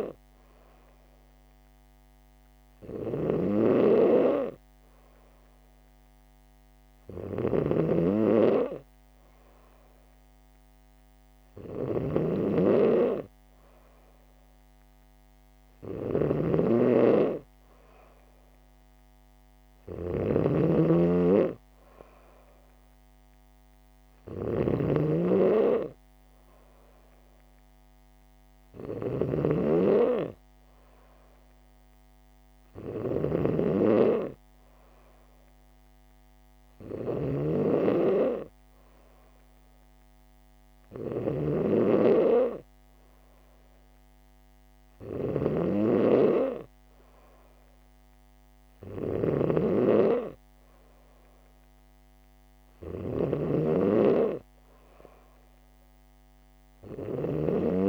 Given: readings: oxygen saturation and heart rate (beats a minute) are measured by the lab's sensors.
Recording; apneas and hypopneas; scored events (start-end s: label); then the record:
breathing in sleep by a microphone on the trachea; none
0.00-57.89 s: snoring (device-marked)
From the record:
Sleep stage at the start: N3 (deep sleep); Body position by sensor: on the back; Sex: female